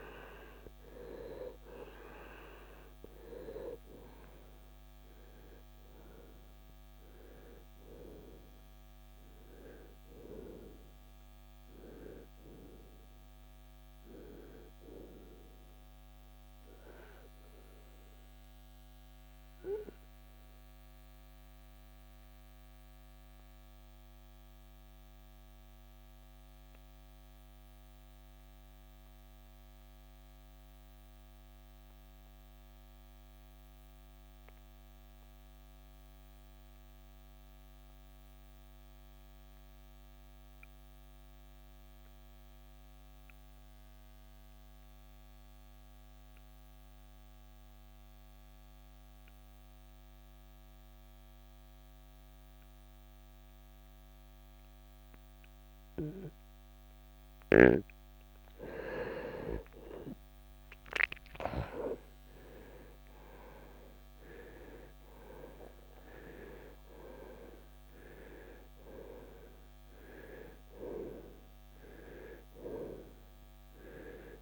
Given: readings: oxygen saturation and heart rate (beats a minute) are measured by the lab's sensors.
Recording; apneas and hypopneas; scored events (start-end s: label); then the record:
breathing in sleep by a microphone on the trachea; 1
0.00-32.50 s: oxygen desaturation (device-marked, oxygen 81% lowest, heart rate 46 extreme)
18.00-57.50 s: obstructive apnea (oxygen 96% before, 80% lowest, heart rate 79 before, 46 extreme, up 27 after)
48.50-74.42 s: oxygen desaturation (device-marked, oxygen 98% before, 80% lowest, heart rate 74 before, 46 extreme)
54.50-74.42 s: new sleep stage, N2 (light sleep)
58.50-63.50 s: arousal
From the record:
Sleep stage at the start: REM sleep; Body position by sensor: on the right side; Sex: male